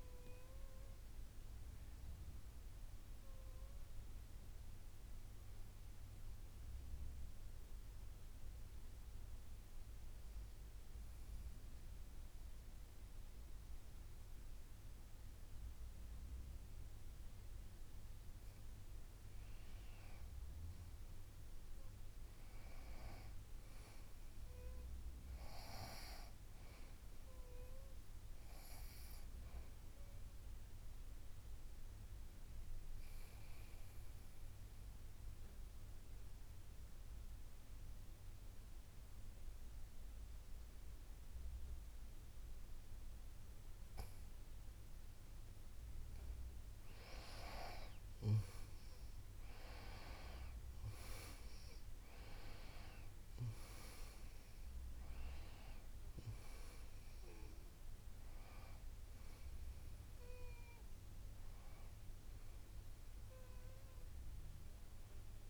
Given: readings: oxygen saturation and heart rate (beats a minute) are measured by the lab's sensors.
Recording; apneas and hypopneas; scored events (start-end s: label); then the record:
breathing in sleep by a room microphone; 2
0.00-10.50 s: oxygen desaturation (device-marked, oxygen 92% lowest, heart rate 52 extreme)
7.50-20.00 s: obstructive apnea (oxygen 98% before, 91% lowest, heart rate 62 before, 52 extreme, up 6 after)
20.50-23.50 s: arousal
26.50-41.50 s: oxygen desaturation (device-marked, oxygen 98% before, 94% lowest, heart rate 54 before, 54 extreme)
29.50-47.00 s: obstructive apnea (oxygen 98% before, 91% lowest, heart rate 54 before, 54 extreme, up 13 after)
50.50-65.50 s: oxygen desaturation (device-marked, oxygen 97% before, 91% lowest, heart rate 57 before, 54 extreme)
51.00-54.50 s: arousal
From the record:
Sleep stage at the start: N2 (light sleep); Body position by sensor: on the back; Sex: female